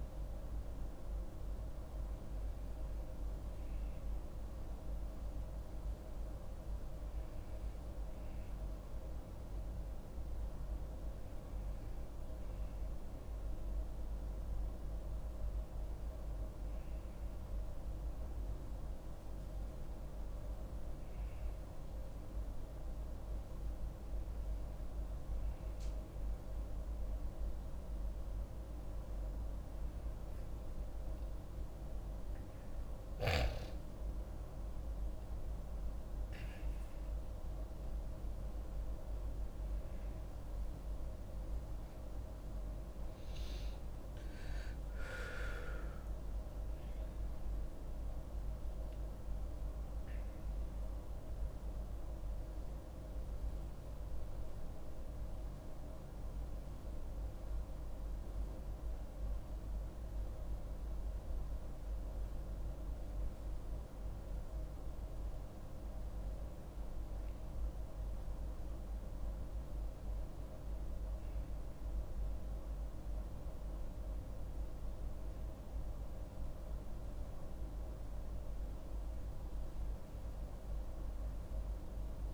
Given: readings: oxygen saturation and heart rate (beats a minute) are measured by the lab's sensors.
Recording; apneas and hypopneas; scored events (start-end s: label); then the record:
breathing in sleep, hard to hear, by a room microphone; none
44.00-49.50 s: arousal
From the record:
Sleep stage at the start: N1 (lightest sleep); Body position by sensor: on the back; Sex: female